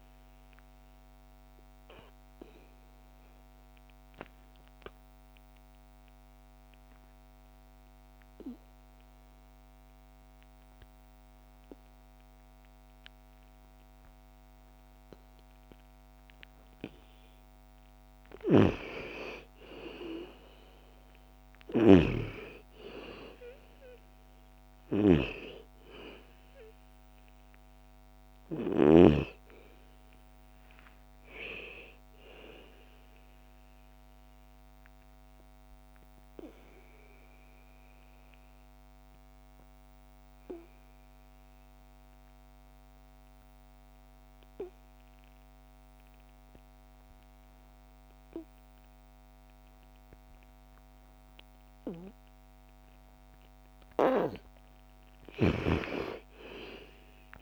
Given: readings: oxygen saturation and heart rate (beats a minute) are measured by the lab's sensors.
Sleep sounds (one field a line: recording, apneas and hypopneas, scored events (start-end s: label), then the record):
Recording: breathing in sleep by a microphone on the trachea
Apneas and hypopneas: 2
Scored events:
0.00-18.00 s: oxygen desaturation (device-marked, oxygen 82% lowest, heart rate 57 extreme)
0.50-16.50 s: obstructive apnea (oxygen 97% before, 81% lowest, heart rate 59 before, 57 extreme, up 8 after)
19.00-23.50 s: arousal
24.00-36.00 s: oxygen desaturation (device-marked, oxygen 98% before, 89% lowest, heart rate 59 before, 56 extreme)
33.50-53.00 s: obstructive apnea (oxygen 98% before, 81% lowest, heart rate 62 before, 53 extreme, up 10 after)
55.00-57.42 s: oxygen desaturation (device-marked, oxygen 98% before, 81% lowest, heart rate 58 before, 53 extreme)
55.50-57.42 s: arousal
From the record:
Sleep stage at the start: N2 (light sleep)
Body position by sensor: on the back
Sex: female